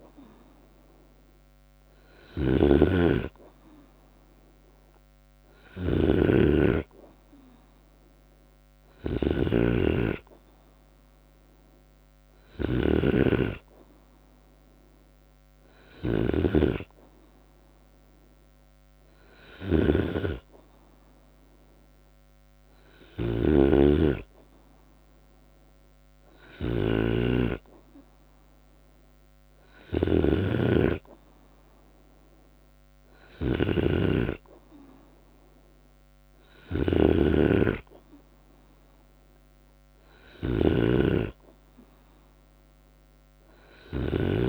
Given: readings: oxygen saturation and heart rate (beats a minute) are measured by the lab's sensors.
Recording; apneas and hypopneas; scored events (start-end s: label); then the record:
breathing in sleep by a microphone on the trachea; none
0.00-15.50 s: snoring (device-marked)
3.50-5.50 s: long interval between heartbeats (device-marked, heart rate 76 before, 72 extreme)
22.50-44.49 s: snoring (device-marked)
From the record:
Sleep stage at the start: N2 (light sleep); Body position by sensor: on the right side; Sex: male